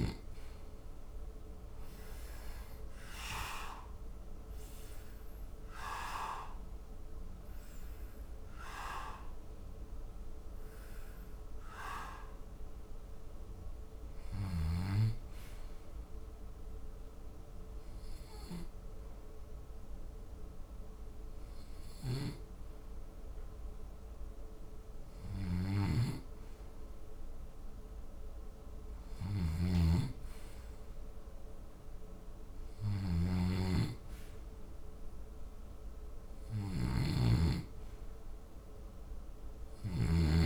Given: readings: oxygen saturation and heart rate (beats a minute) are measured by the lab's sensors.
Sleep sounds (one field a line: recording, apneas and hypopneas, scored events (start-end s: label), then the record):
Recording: breathing in sleep by a room microphone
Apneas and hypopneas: 1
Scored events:
0.50-5.00 s: arousal
15.50-27.50 s: hypopnea (oxygen 84% before, 83% lowest, heart rate 78 before, 71 extreme)
15.50-40.46 s: new sleep stage, N2 (light sleep)
29.00-40.46 s: snoring (device-marked)
30.50-34.50 s: arousal
From the record:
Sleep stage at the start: REM sleep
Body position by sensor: on the back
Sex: male